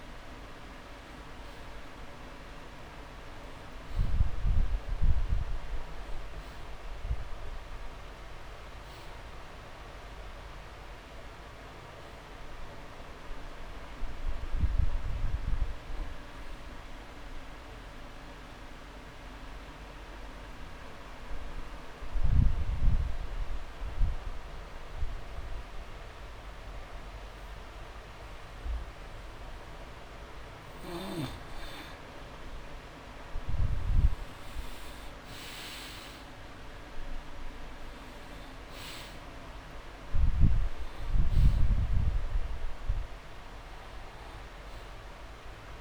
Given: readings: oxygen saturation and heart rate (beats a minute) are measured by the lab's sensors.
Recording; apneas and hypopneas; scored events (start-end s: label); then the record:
breathing in sleep, hard to hear, by a room microphone; 1
16.50-30.00 s: obstructive apnea (oxygen 98% before, 89% lowest)
33.00-36.00 s: arousal
40.50-45.81 s: oxygen desaturation (device-marked, oxygen 97% before, 93% lowest)
From the record:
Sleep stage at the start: N2 (light sleep); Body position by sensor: on the back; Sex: male